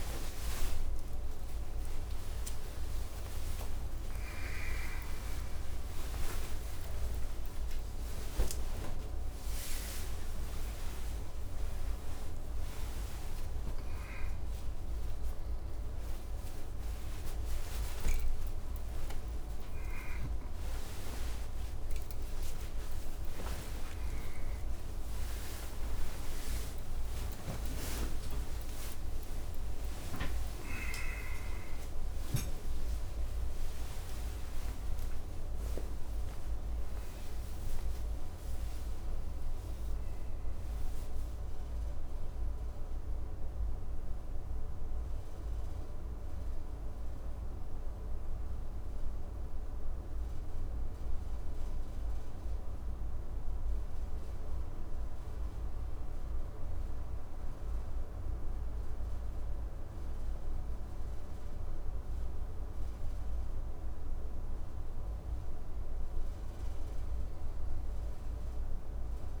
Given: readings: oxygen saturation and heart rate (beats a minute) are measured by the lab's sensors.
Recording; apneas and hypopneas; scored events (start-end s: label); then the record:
a person partly awake in a sleep study, by a room microphone; none
34.50-69.40 s: new sleep stage, N1 (lightest sleep)
From the record:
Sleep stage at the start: awake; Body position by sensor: on the right side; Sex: male